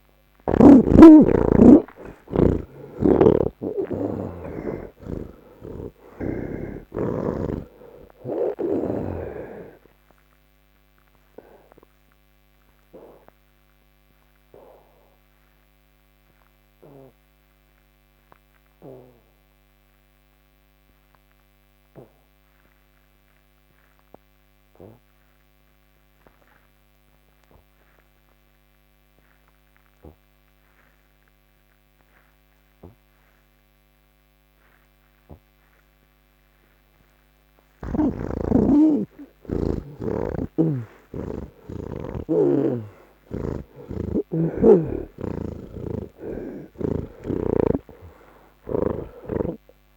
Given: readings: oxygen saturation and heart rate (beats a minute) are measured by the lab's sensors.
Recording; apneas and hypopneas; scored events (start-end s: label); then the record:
breathing in sleep by a microphone on the trachea; none
0.00-11.50 s: oxygen desaturation (device-marked, oxygen 86% lowest, heart rate 39 extreme)
2.50-9.00 s: snoring (device-marked)
13.50-33.50 s: oxygen desaturation (device-marked, oxygen 88% before, 83% lowest, heart rate 76 before, 57 extreme)
32.50-49.97 s: new sleep stage, N3 (deep sleep)
40.00-43.50 s: snoring (device-marked)
45.50-49.00 s: snoring (device-marked)
From the record:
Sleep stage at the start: N2 (light sleep); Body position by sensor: on the back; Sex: male